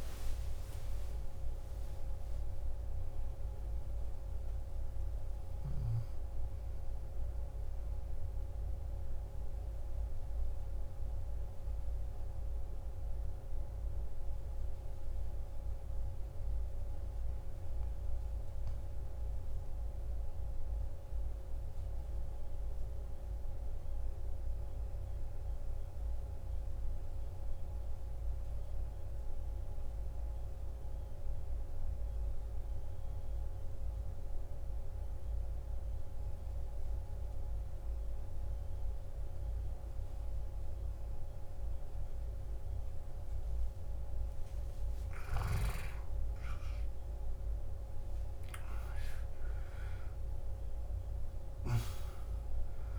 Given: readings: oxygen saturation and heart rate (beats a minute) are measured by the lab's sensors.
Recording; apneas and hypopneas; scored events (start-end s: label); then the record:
breathing in sleep, hard to hear, by a room microphone; 1
0.00-3.50 s: arousal
11.00-44.00 s: obstructive apnea (oxygen 96% before, 90% lowest, heart rate 65 before, 49 extreme, up 14 after)
32.00-52.98 s: oxygen desaturation (device-marked, oxygen 98% before, 90% lowest, heart rate 51 before, 49 extreme)
45.00-49.50 s: arousal
From the record:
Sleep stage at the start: N2 (light sleep); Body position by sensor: on the left side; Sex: male